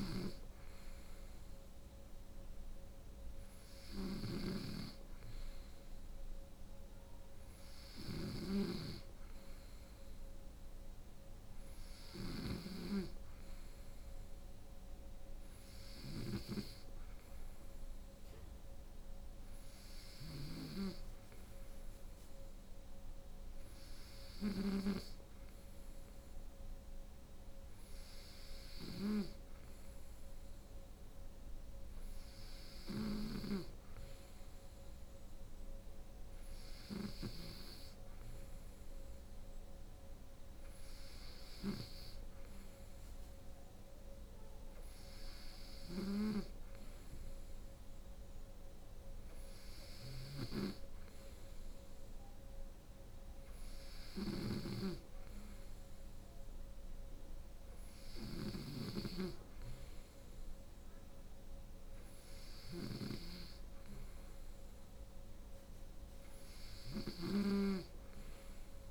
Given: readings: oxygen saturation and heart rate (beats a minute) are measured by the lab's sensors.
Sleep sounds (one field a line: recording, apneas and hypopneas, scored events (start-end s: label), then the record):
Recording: breathing in sleep by a room microphone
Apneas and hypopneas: none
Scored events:
0.00-68.91 s: snoring (device-marked)
From the record:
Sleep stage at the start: N3 (deep sleep)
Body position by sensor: on the right side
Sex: female